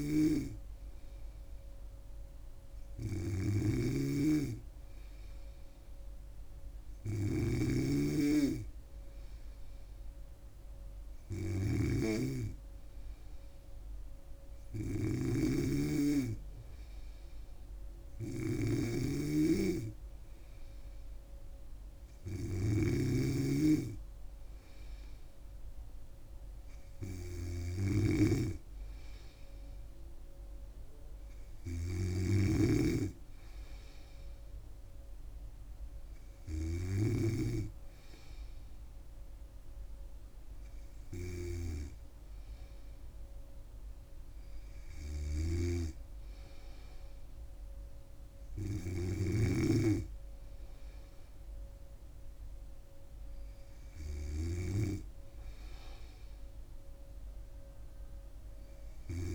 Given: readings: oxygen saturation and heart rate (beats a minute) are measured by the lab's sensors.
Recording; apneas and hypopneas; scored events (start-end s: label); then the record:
breathing in sleep by a room microphone; none
0.00-37.00 s: snoring (device-marked)
45.50-59.35 s: snoring (device-marked)
From the record:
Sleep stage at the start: N3 (deep sleep); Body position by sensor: on the back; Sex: female